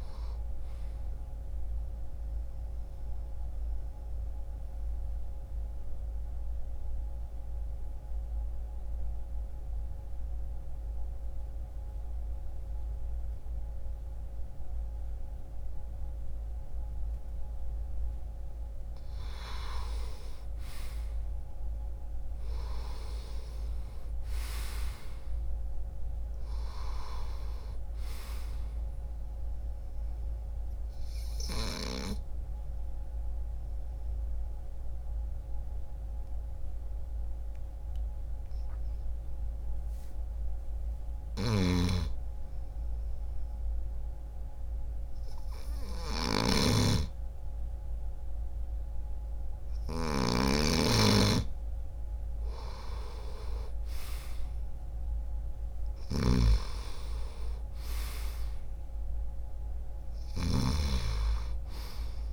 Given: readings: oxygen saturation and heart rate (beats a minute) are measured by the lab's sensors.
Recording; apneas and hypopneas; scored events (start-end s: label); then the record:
breathing in sleep by a room microphone; 2
0.00-18.50 s: oxygen desaturation (device-marked, oxygen 81% lowest, heart rate 61 extreme)
1.00-17.00 s: obstructive apnea (oxygen 96% before, 81% lowest, heart rate 64 before, 61 extreme, up 2 after)
7.50-62.33 s: new sleep stage, N2 (light sleep)
19.00-23.50 s: arousal
26.50-52.50 s: oxygen desaturation (device-marked, oxygen 98% before, 87% lowest, heart rate 62 before, 60 extreme)
31.00-51.00 s: hypopnea (oxygen 98% before, 86% lowest, heart rate 63 before, 60 extreme, up 1 after)
41.00-60.50 s: snoring (device-marked)
53.50-57.50 s: arousal
60.50-62.33 s: oxygen desaturation (device-marked, oxygen 97% before, 86% lowest, heart rate 65 before, 60 extreme)
From the record:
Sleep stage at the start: N1 (lightest sleep); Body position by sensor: on the right side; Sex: male